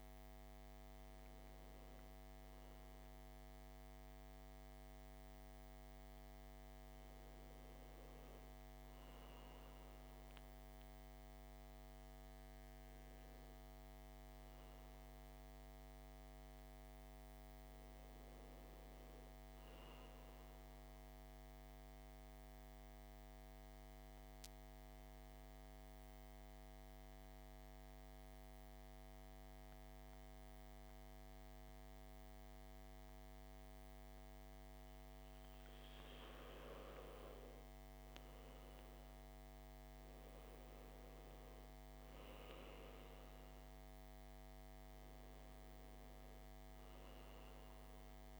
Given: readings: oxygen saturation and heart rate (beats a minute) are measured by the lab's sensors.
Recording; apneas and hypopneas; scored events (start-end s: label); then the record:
breathing in sleep, hard to hear, by a microphone on the trachea; 1
0.00-3.50 s: oxygen desaturation (device-marked, oxygen 91% lowest, heart rate 54 extreme)
14.00-17.00 s: arousal
20.00-35.00 s: mixed apnea (oxygen 99% before, 92% lowest, heart rate 58 before, 54 extreme, up 4 after)
24.50-48.40 s: new sleep stage, N2 (light sleep)
38.00-42.50 s: arousal
45.50-48.40 s: oxygen desaturation (device-marked, oxygen 97% before, 92% lowest, heart rate 55 before, 54 extreme)
From the record:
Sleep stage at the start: N1 (lightest sleep); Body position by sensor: on the back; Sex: male